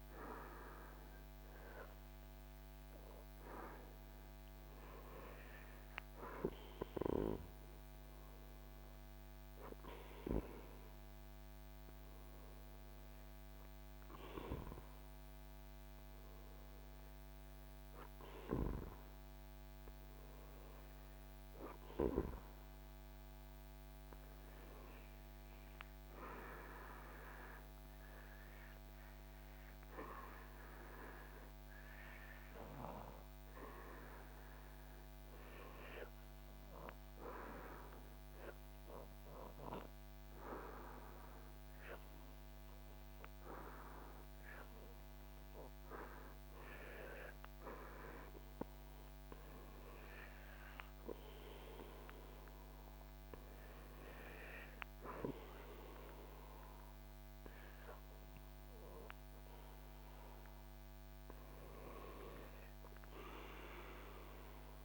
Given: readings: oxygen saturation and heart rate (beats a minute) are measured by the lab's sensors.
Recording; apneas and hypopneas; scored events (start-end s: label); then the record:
breathing in sleep by a microphone on the trachea; 1
20.00-23.00 s: arousal
25.00-44.50 s: hypopnea (oxygen 94% before, 89% lowest, heart rate 79 before, 76 extreme, up 2 after)
44.00-64.85 s: oxygen desaturation (device-marked, oxygen 96% before, 89% lowest, heart rate 78 before, 70 extreme)
46.00-49.50 s: arousal
From the record:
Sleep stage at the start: N2 (light sleep); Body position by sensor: on the back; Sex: male